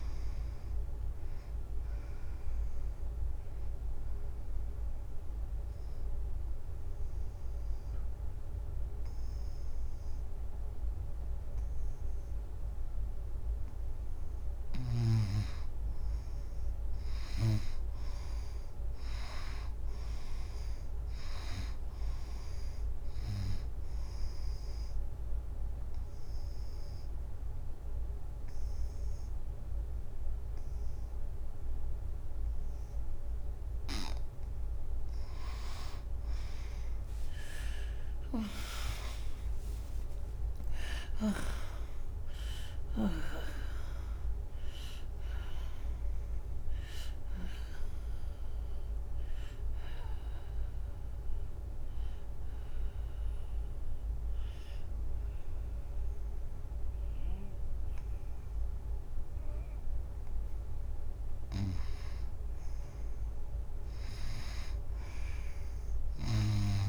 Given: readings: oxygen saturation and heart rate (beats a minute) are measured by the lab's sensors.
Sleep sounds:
breathing in sleep by a room microphone; 3
3.00-14.00 s: obstructive apnea (oxygen 95% before, 87% lowest, heart rate 84 before, 75 extreme, up 4 after)
3.50-18.50 s: oxygen desaturation (device-marked, oxygen 94% before, 87% lowest, heart rate 84 before, 75 extreme)
17.00-20.50 s: arousal
20.50-31.50 s: oxygen desaturation (device-marked, oxygen 98% before, 89% lowest, heart rate 85 before, 75 extreme)
24.00-35.00 s: obstructive apnea (oxygen 98% before, 87% lowest, heart rate 85 before, 75 extreme, up 10 after)
37.50-43.00 s: arousal
42.50-52.50 s: oxygen desaturation (device-marked, oxygen 95% before, 89% lowest, heart rate 85 before, 81 extreme)
50.50-61.00 s: obstructive apnea (oxygen 98% before, 87% lowest, heart rate 88 before, 73 extreme, up 4 after)
62.50-65.50 s: arousal
From the record:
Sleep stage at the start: N2 (light sleep); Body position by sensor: on the right side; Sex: female

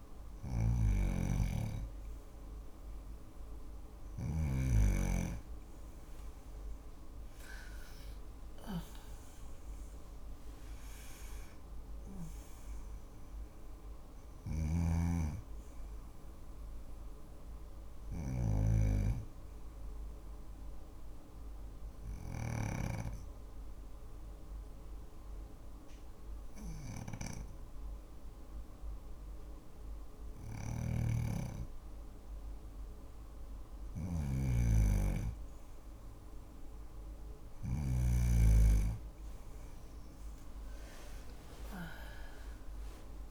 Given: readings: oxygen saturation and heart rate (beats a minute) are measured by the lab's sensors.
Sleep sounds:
breathing in sleep by a room microphone; 1
0.00-3.50 s: snoring (device-marked)
6.00-10.50 s: arousal
13.00-21.50 s: snoring (device-marked)
20.00-31.50 s: obstructive apnea (oxygen 96% before, 93% lowest, heart rate 55 before, 52 extreme, up 1 after)
29.50-37.00 s: snoring (device-marked)
40.50-43.31 s: arousal
42.00-43.31 s: oxygen desaturation (device-marked, oxygen 97% before, 93% lowest, heart rate 54 before, 52 extreme)
From the record:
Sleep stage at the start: N2 (light sleep); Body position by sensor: on the back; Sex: female

